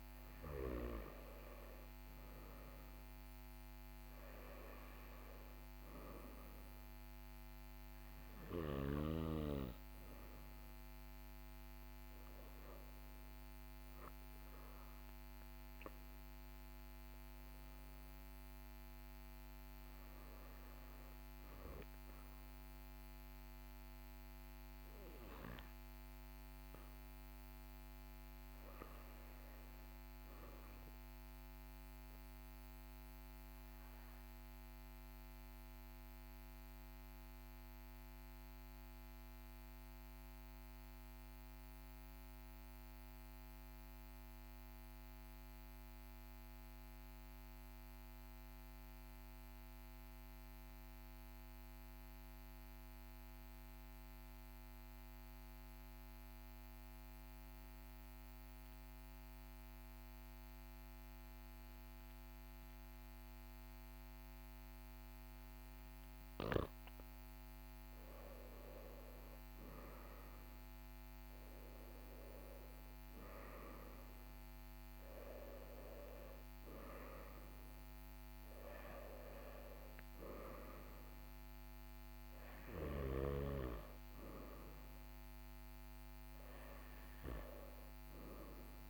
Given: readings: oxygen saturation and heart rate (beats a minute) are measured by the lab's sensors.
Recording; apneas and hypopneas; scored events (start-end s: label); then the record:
breathing in sleep by a microphone on the trachea; 1
0.00-23.50 s: oxygen desaturation (device-marked, oxygen 93% lowest, heart rate 42 extreme)
26.00-30.00 s: arousal
32.50-67.00 s: obstructive apnea (oxygen 98% before, 90% lowest, heart rate 43 before, 42 extreme, up 2 after)
62.50-88.50 s: oxygen desaturation (device-marked, oxygen 98% before, 92% lowest, heart rate 42 before, 42 extreme)
From the record:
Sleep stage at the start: N2 (light sleep); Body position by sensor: on the right side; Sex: male